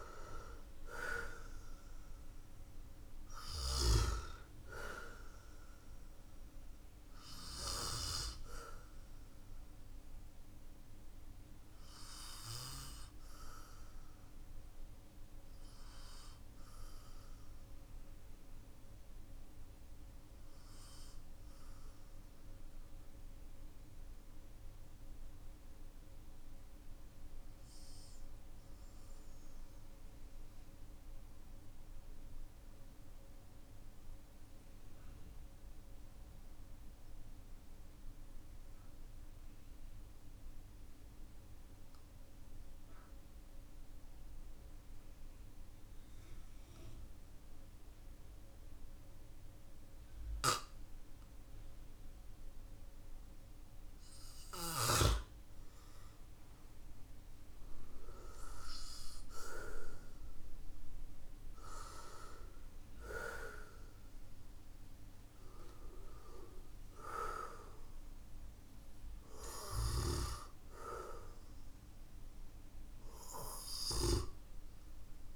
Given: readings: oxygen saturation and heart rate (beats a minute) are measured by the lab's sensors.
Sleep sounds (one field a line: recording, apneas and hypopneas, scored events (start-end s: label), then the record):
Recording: breathing in sleep by a room microphone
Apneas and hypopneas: 1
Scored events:
0.00-32.50 s: oxygen desaturation (device-marked, oxygen 90% lowest, heart rate 47 extreme)
8.00-56.00 s: obstructive apnea (oxygen 99% before, 90% lowest, heart rate 55 before, 47 extreme, up 16 after)
55.50-75.36 s: oxygen desaturation (device-marked, oxygen 98% before, 92% lowest, heart rate 55 before, 46 extreme)
59.00-64.50 s: arousal
From the record:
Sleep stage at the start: N2 (light sleep)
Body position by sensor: on the back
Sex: male